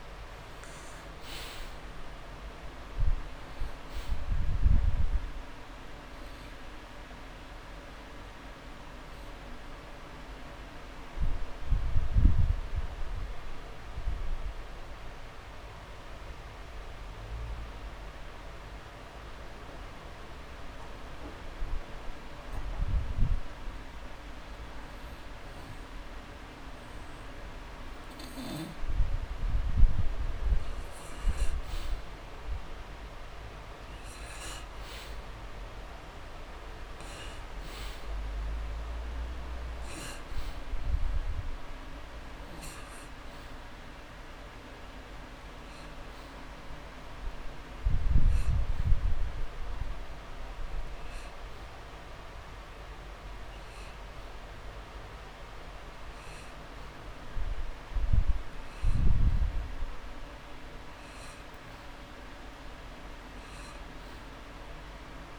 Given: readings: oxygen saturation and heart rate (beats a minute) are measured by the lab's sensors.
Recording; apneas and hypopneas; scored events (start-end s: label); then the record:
breathing in sleep, hard to hear, by a room microphone; 1
0.00-33.50 s: oxygen desaturation (device-marked, oxygen 86% lowest)
8.00-29.00 s: obstructive apnea (oxygen 97% before, 86% lowest)
33.00-37.00 s: arousal
39.50-55.50 s: oxygen desaturation (device-marked, oxygen 99% before, 91% lowest)
63.00-65.39 s: arousal
From the record:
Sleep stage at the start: N2 (light sleep); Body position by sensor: on the back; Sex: male